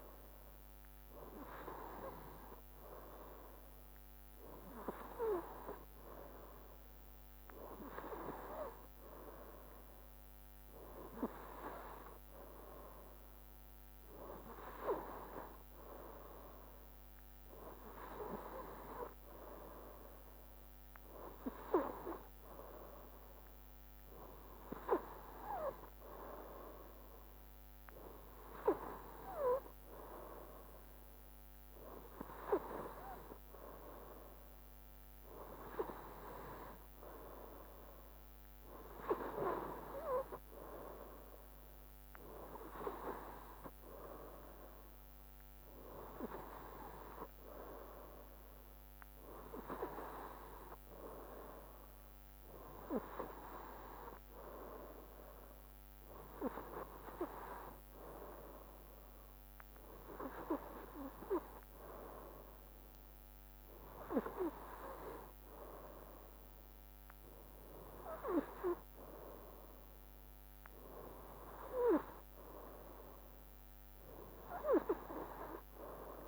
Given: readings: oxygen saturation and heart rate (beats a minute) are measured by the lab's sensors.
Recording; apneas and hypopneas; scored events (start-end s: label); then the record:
breathing in sleep by a microphone on the trachea; none
17.00-19.00 s: long interval between heartbeats (device-marked, heart rate 64 before, 67 extreme)
From the record:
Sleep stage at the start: N2 (light sleep); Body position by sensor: on the right side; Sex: male